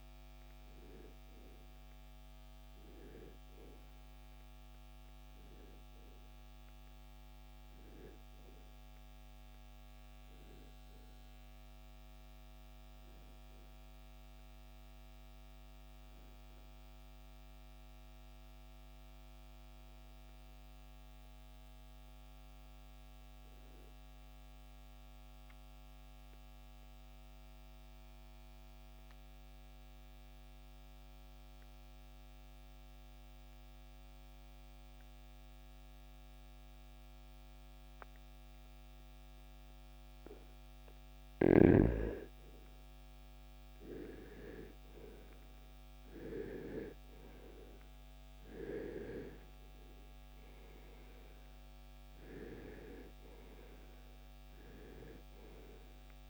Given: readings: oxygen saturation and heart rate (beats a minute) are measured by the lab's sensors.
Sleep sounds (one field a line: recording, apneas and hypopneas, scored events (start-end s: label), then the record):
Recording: breathing in sleep by a microphone on the trachea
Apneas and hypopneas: 1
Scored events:
20.50-41.00 s: obstructive apnea (oxygen 95% before, 81% lowest, heart rate 77 before, 52 extreme, up 0 after)
42.50-47.00 s: arousal
From the record:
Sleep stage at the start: N2 (light sleep)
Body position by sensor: on the right side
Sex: male